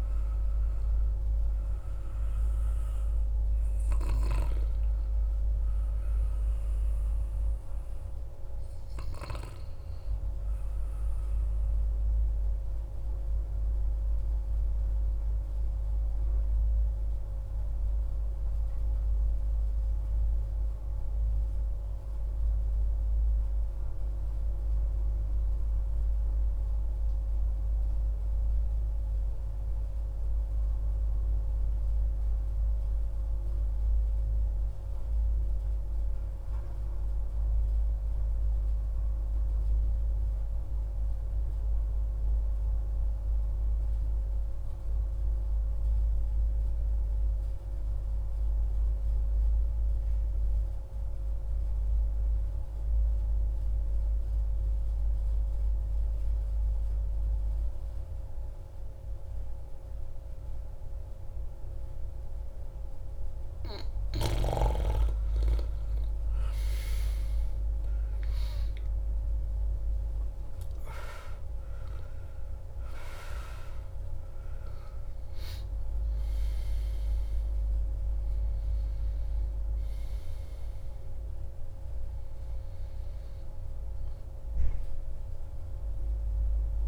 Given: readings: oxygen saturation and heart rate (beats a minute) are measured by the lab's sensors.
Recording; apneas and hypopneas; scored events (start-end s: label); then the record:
breathing in sleep, hard to hear, by a room microphone; 1
0.00-19.00 s: oxygen desaturation (device-marked, oxygen 91% lowest, heart rate 58 extreme)
13.50-61.50 s: mixed apnea (oxygen 96% before, 89% lowest, heart rate 64 before, 58 extreme, up 2 after)
43.00-86.88 s: oxygen desaturation (device-marked, oxygen 97% before, 89% lowest, heart rate 59 before, 57 extreme)
64.00-69.50 s: arousal
From the record:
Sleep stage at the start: N2 (light sleep); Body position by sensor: on the back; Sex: male